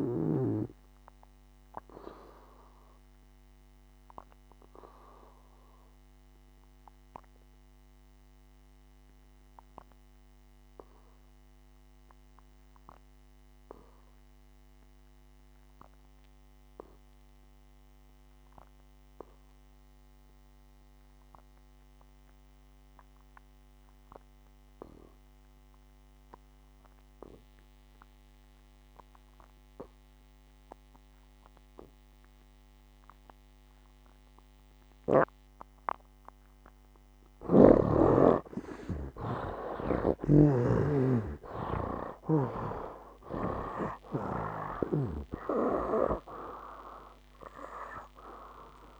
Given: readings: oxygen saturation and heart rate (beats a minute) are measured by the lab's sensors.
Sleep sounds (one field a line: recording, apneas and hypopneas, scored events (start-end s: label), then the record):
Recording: breathing in sleep by a microphone on the trachea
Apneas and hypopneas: 1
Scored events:
0.00-28.50 s: oxygen desaturation (device-marked, oxygen 69% lowest, heart rate 57 extreme)
1.50-37.00 s: obstructive apnea (oxygen 98% before, 68% lowest, heart rate 68 before, 57 extreme, up 22 after)
30.50-49.00 s: oxygen desaturation (device-marked, oxygen 97% before, 68% lowest, heart rate 59 before, 58 extreme)
40.00-44.50 s: arousal
40.00-45.50 s: snoring (device-marked)
From the record:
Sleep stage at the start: N2 (light sleep)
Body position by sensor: on the back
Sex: male